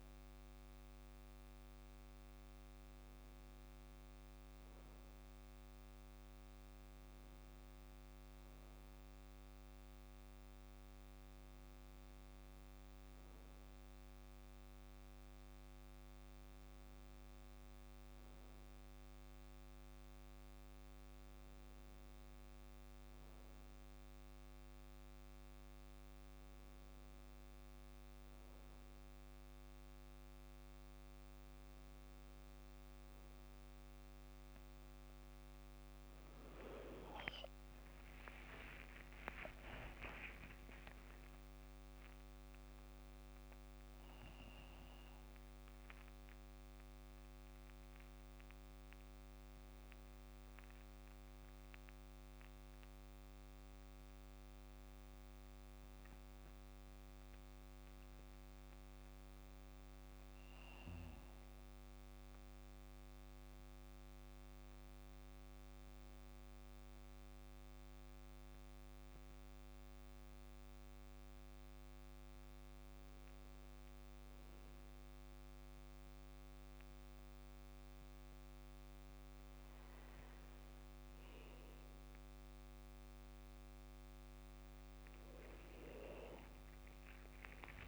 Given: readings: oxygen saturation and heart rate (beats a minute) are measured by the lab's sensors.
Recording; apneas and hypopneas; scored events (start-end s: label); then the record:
breathing in sleep, hard to hear, by a microphone on the trachea; none
37.50-41.50 s: tachycardia (device-marked, heart rate 58 before, 101 extreme)
37.50-42.00 s: arousal
40.50-42.50 s: long interval between heartbeats (device-marked, heart rate 63 before, 101 extreme)
86.50-87.88 s: tachycardia (device-marked, heart rate 59 before, 145 extreme)
From the record:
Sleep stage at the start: N2 (light sleep); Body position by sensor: on the back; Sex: male